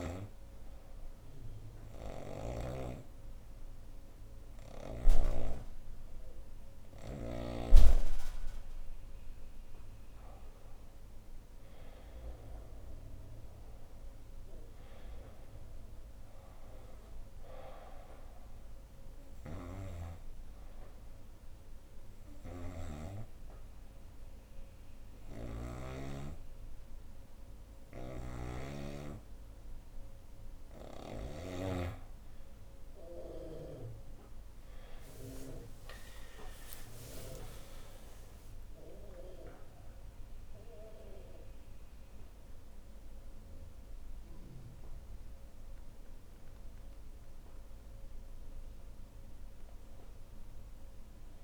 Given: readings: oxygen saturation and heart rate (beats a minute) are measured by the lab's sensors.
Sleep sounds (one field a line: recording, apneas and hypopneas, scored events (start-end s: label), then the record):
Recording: breathing in sleep by a room microphone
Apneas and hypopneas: 2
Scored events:
0.00-2.50 s: snoring (device-marked)
0.50-10.50 s: obstructive apnea (oxygen 96% before, 90% lowest, heart rate 76 before, 70 extreme, up 4 after)
12.00-16.00 s: arousal
17.50-25.50 s: oxygen desaturation (device-marked, oxygen 95% before, 90% lowest, heart rate 73 before, 69 extreme)
19.00-25.50 s: snoring (device-marked)
19.50-31.50 s: hypopnea (oxygen 96% before, 90% lowest, heart rate 73 before, 69 extreme, up 33 after)
27.50-31.00 s: snoring (device-marked)
35.00-39.50 s: arousal
38.50-49.50 s: oxygen desaturation (device-marked, oxygen 96% before, 92% lowest, heart rate 76 before, 69 extreme)
From the record:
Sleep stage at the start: N2 (light sleep)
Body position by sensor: on the right side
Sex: female